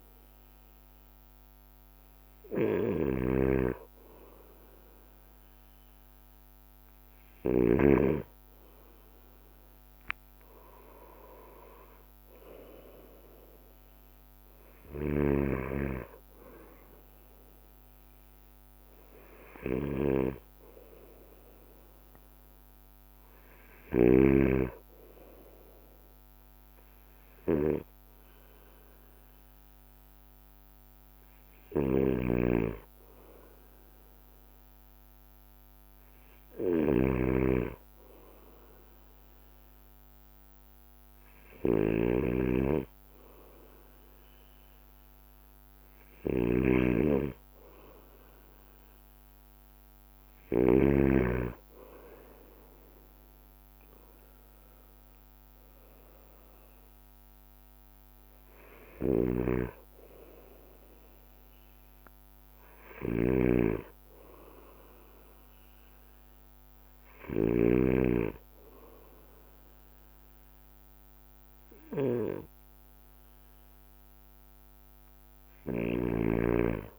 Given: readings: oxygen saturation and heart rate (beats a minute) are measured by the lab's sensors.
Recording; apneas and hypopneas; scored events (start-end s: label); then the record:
breathing in sleep by a microphone on the trachea; none
0.00-8.00 s: snoring (device-marked)
0.00-12.50 s: bradycardia (device-marked, heart rate 56 extreme)
10.50-22.50 s: drop in pulse transit time (device-marked, heart rate 57 before, 57 extreme)
11.00-15.50 s: arousal
13.50-42.50 s: bradycardia (device-marked, heart rate 57 before, 56 extreme)
15.00-24.50 s: snoring (device-marked)
32.00-51.00 s: snoring (device-marked)
45.50-51.50 s: bradycardia (device-marked, heart rate 57 before, 58 extreme)
56.50-76.99 s: bradycardia (device-marked, heart rate 57 before, 56 extreme)
59.00-76.99 s: snoring (device-marked)
From the record:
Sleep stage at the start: N2 (light sleep); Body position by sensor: on the right side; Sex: male